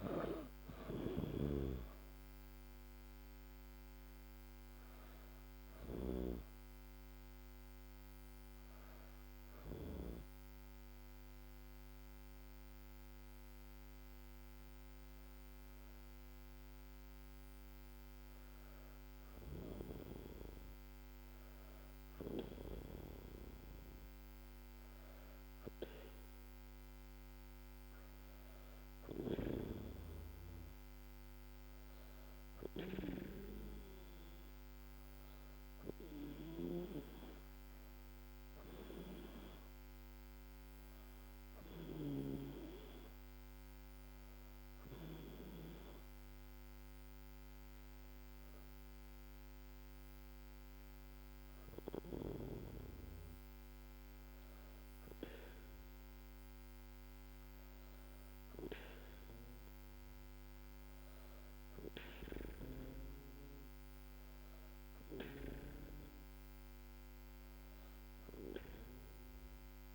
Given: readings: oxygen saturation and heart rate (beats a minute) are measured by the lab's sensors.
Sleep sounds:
breathing in sleep by a microphone on the trachea; 2
0.00-4.00 s: arousal
9.00-20.50 s: hypopnea (oxygen 97% before, 95% lowest, heart rate 79 before, 76 extreme, up 4 after)
23.00-26.00 s: arousal
44.00-56.50 s: hypopnea (oxygen 98% before, 95% lowest, heart rate 80 before, 78 extreme, up 4 after)
61.50-65.00 s: arousal
From the record:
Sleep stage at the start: N2 (light sleep); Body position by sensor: on the back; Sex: female

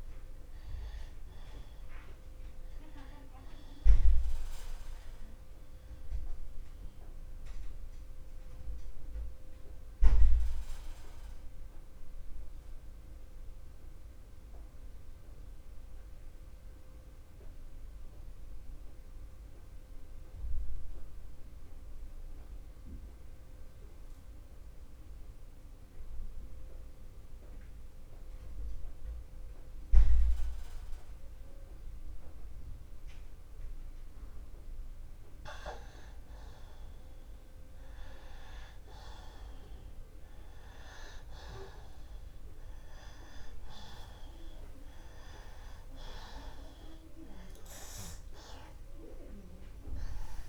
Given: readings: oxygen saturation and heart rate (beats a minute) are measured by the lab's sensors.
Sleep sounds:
breathing in sleep by a room microphone; 1
0.00-25.50 s: oxygen desaturation (device-marked, oxygen 85% lowest)
7.50-36.00 s: mixed apnea (oxygen 96% before, 85% lowest)
38.00-42.50 s: arousal
44.50-50.49 s: oxygen desaturation (device-marked, oxygen 98% before, 86% lowest)
From the record:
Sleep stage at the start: N2 (light sleep); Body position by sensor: on the back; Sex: male

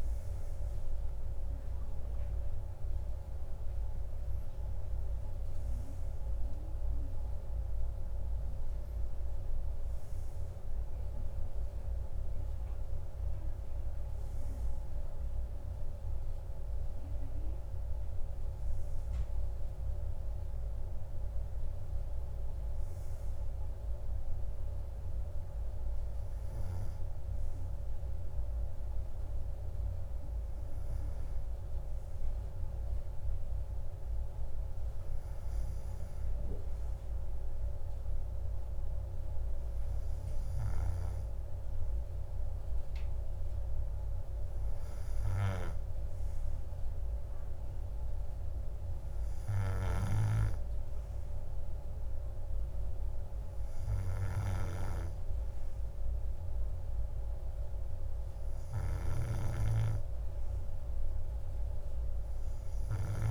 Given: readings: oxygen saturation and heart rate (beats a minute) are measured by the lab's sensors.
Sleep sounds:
breathing in sleep by a room microphone; none
0.00-1.50 s: arousal
From the record:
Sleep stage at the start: N2 (light sleep); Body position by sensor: on the right side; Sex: male

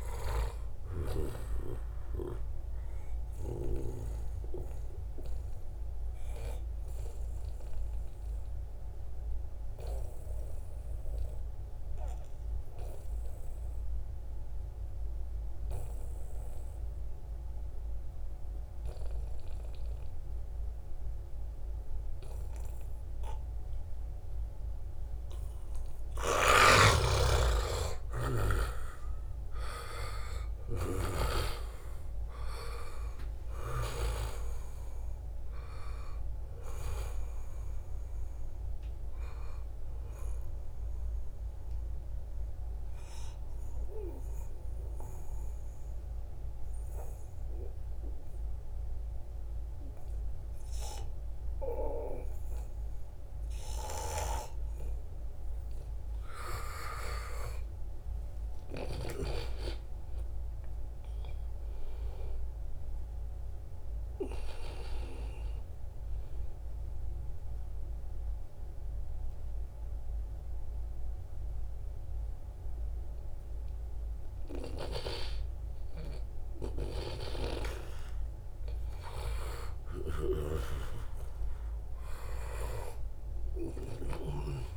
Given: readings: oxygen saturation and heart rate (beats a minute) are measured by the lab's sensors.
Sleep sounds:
breathing in sleep by a room microphone; 2
0.00-1.00 s: snoring (device-marked)
0.00-13.00 s: oxygen desaturation (device-marked, oxygen 89% lowest, heart rate 76 extreme)
4.50-25.00 s: obstructive apnea (oxygen 95% before, 88% lowest, heart rate 87 before, 76 extreme, up 3 after)
26.00-31.00 s: snoring (device-marked)
28.00-33.00 s: arousal
31.00-52.00 s: oxygen desaturation (device-marked, oxygen 95% before, 88% lowest, heart rate 78 before, 80 extreme)
40.50-55.50 s: obstructive apnea (oxygen 96% before, 88% lowest, heart rate 79 before, 80 extreme, up 6 after)
57.00-62.00 s: arousal
74.50-76.50 s: long interval between heartbeats (device-marked, heart rate 84 before, 92 extreme)
76.50-80.50 s: snoring (device-marked)
79.00-81.00 s: long interval between heartbeats (device-marked, heart rate 87 before, 98 extreme)
From the record:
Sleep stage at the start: N2 (light sleep); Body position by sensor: on the back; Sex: male

